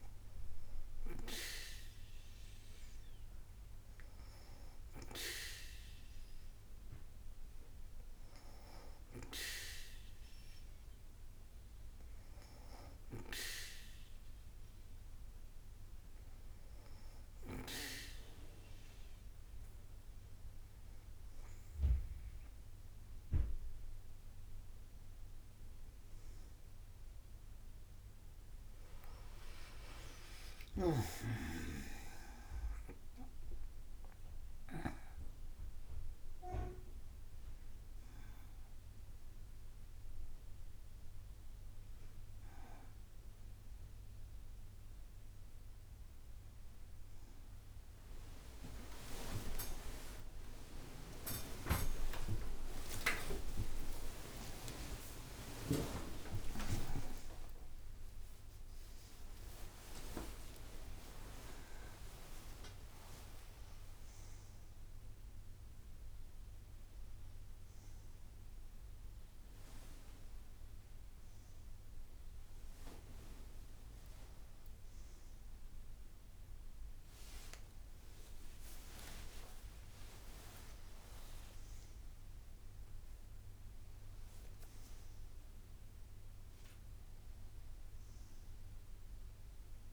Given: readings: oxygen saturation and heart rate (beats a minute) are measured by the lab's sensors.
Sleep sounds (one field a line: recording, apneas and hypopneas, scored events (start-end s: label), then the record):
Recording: a person awake in a sleep study, by a room microphone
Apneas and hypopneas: 1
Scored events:
6.00-20.00 s: hypopnea (oxygen 96% before, 93% lowest, heart rate 60 before, 59 extreme, up 2 after)
15.00-89.93 s: new sleep stage, awake
29.50-31.50 s: long interval between heartbeats (device-marked, heart rate 60 before, 77 extreme)
31.00-43.00 s: drop in pulse transit time (device-marked, heart rate 62 before, 59 extreme)
49.00-57.00 s: tachycardia (device-marked, heart rate 60 before, 161 extreme)
49.50-51.50 s: long interval between heartbeats (device-marked, heart rate 69 before, 76 extreme)
53.00-55.00 s: long interval between heartbeats (device-marked, heart rate 70 before, 140 extreme)
55.00-66.00 s: drop in pulse transit time (device-marked, heart rate 76 before, 76 extreme)
57.00-59.00 s: long interval between heartbeats (device-marked, heart rate 84 before, 166 extreme)
62.50-64.50 s: long interval between heartbeats (device-marked, heart rate 101 before, 76 extreme)
72.50-74.50 s: long interval between heartbeats (device-marked)
77.50-79.50 s: long interval between heartbeats (device-marked, heart rate 70 before, 59 extreme)
80.00-82.00 s: long interval between heartbeats (device-marked, heart rate 56 before, 76 extreme)
From the record:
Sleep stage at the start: N2 (light sleep)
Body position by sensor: on the back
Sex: female